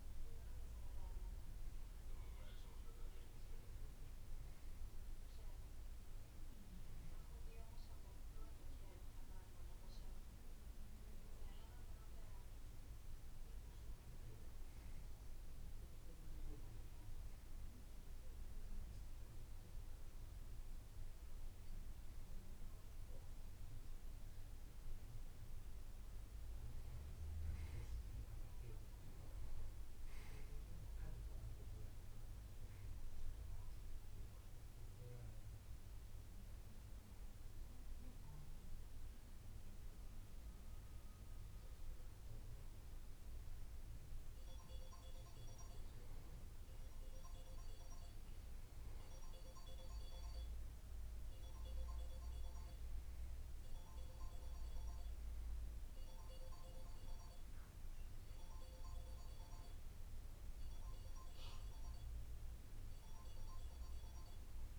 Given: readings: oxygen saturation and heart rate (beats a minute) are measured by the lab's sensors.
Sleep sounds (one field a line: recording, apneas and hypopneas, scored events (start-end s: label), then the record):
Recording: breathing in sleep, hard to hear, by a room microphone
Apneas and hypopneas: 1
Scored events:
35.00-46.00 s: hypopnea (oxygen 94% before, 92% lowest)
48.00-51.00 s: arousal
From the record:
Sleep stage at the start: N2 (light sleep)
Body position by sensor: on the back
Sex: male